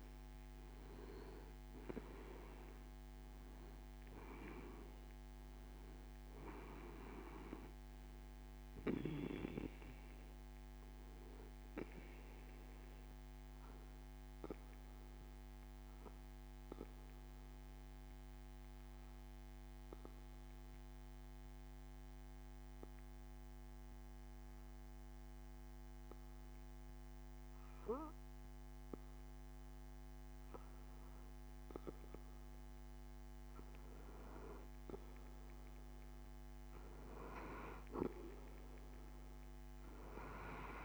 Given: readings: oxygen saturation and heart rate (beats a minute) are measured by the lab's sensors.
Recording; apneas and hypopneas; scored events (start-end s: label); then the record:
breathing in sleep by a microphone on the trachea; 1
0.00-3.00 s: arousal
1.50-28.50 s: oxygen desaturation (device-marked, oxygen 96% before, 91% lowest)
13.50-30.00 s: obstructive apnea (oxygen 96% before, 91% lowest)
33.00-37.00 s: arousal
39.50-40.85 s: oxygen desaturation (device-marked, oxygen 96% before, 92% lowest)
From the record:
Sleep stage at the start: N2 (light sleep); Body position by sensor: on the back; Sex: male